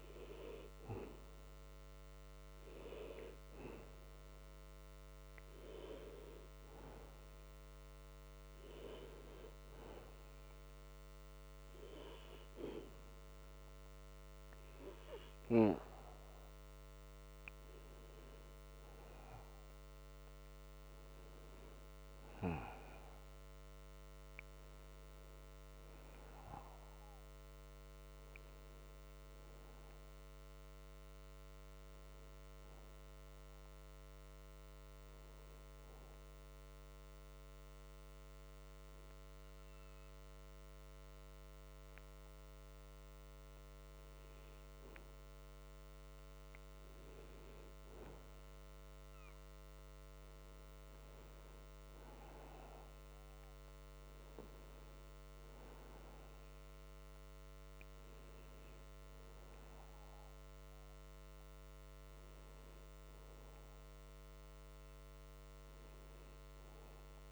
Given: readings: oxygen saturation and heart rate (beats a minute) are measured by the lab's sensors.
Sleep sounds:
breathing in sleep by a microphone on the trachea; 1
35.50-45.50 s: obstructive apnea (oxygen 95% before, 92% lowest)
48.50-52.50 s: arousal
59.50-67.32 s: oxygen desaturation (device-marked, oxygen 96% before, 92% lowest)
From the record:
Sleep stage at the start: N2 (light sleep); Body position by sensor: on the back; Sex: male

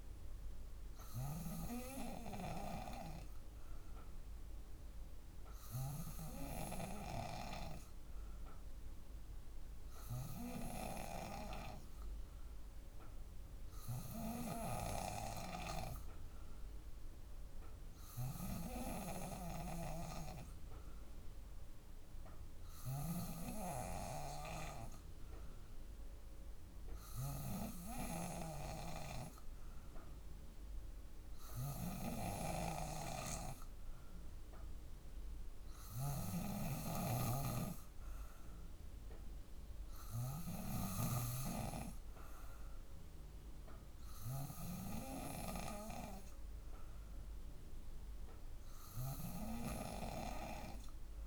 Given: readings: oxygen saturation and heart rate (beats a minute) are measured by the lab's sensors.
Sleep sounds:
breathing in sleep by a room microphone; none
31.00-41.00 s: snoring (device-marked)
From the record:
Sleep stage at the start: N2 (light sleep); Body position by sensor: on the back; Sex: female

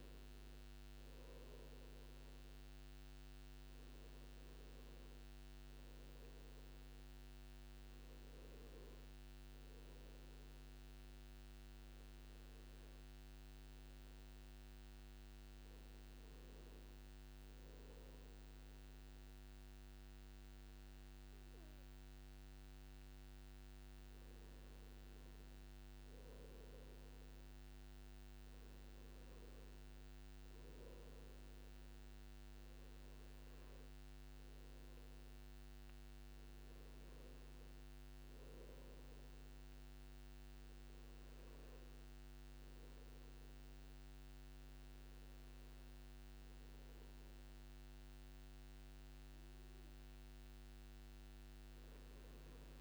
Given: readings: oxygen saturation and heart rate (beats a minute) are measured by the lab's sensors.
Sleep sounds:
breathing in sleep, hard to hear, by a microphone on the trachea; none
none scored
From the record:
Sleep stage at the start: N2 (light sleep); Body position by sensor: on the back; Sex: male

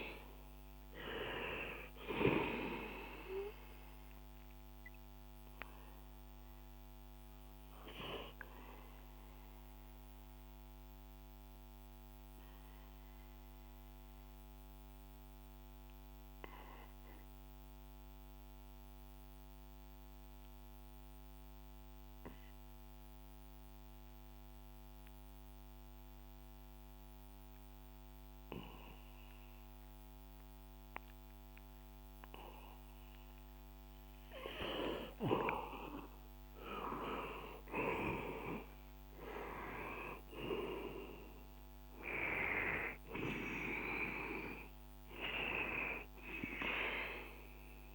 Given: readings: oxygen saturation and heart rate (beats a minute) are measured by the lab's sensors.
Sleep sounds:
breathing in sleep by a microphone on the trachea; 1
0.00-26.00 s: oxygen desaturation (device-marked, oxygen 91% lowest, heart rate 61 extreme)
7.50-33.00 s: obstructive apnea (oxygen 97% before, 90% lowest, heart rate 65 before, 61 extreme, up 5 after)
39.00-44.00 s: arousal
40.00-47.95 s: oxygen desaturation (device-marked, oxygen 97% before, 90% lowest, heart rate 64 before, 61 extreme)
From the record:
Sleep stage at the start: N2 (light sleep); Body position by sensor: on the back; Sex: male

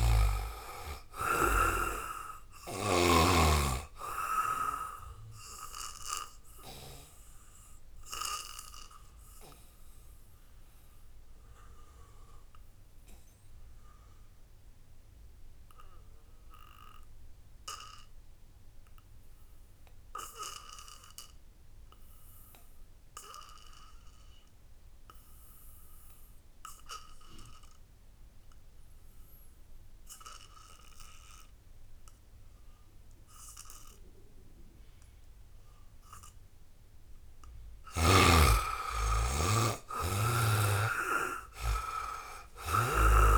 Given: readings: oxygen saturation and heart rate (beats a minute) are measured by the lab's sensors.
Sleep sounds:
breathing in sleep by a room microphone; 1
0.00-16.50 s: oxygen desaturation (device-marked, oxygen 72% lowest, heart rate 61 extreme)
6.00-37.50 s: obstructive apnea (oxygen 98% before, 72% lowest, heart rate 72 before, 61 extreme, up 16 after)
23.50-43.38 s: oxygen desaturation (device-marked, oxygen 98% before, 73% lowest, heart rate 80 before, 61 extreme)
37.50-42.50 s: snoring (device-marked)
39.00-42.50 s: arousal
From the record:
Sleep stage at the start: N2 (light sleep); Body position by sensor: on the back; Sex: male

